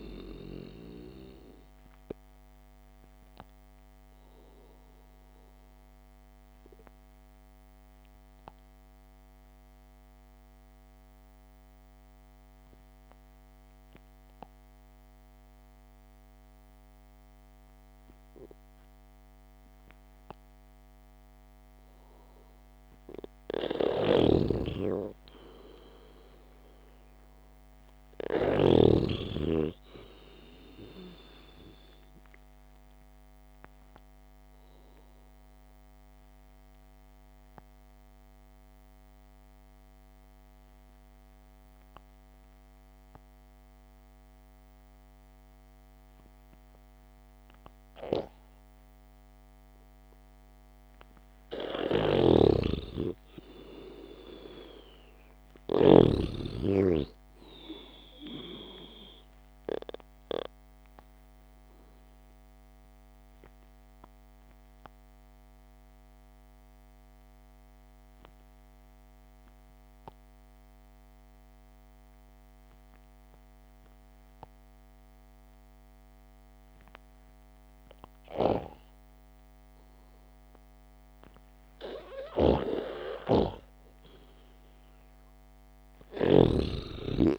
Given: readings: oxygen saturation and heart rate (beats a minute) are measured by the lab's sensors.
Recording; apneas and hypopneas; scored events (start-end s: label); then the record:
breathing in sleep by a microphone on the trachea; 3
0.00-11.00 s: oxygen desaturation (device-marked, oxygen 93% lowest, heart rate 52 extreme)
6.00-22.00 s: obstructive apnea (oxygen 97% before, 90% lowest, heart rate 55 before, 52 extreme)
24.50-29.50 s: snoring (device-marked)
29.50-33.00 s: arousal
35.00-52.00 s: obstructive apnea (oxygen 98% before, 90% lowest, heart rate 61 before, 53 extreme)
48.00-54.00 s: oxygen desaturation (device-marked, oxygen 95% before, 91% lowest, heart rate 58 before, 53 extreme)
52.50-56.50 s: snoring (device-marked)
56.50-60.50 s: arousal
63.50-81.50 s: obstructive apnea (oxygen 96% before, 90% lowest, heart rate 60 before, 52 extreme)
77.00-82.00 s: oxygen desaturation (device-marked, oxygen 95% before, 90% lowest, heart rate 60 before, 52 extreme)
82.50-87.00 s: snoring (device-marked)
From the record:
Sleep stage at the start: N2 (light sleep); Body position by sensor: on the back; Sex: male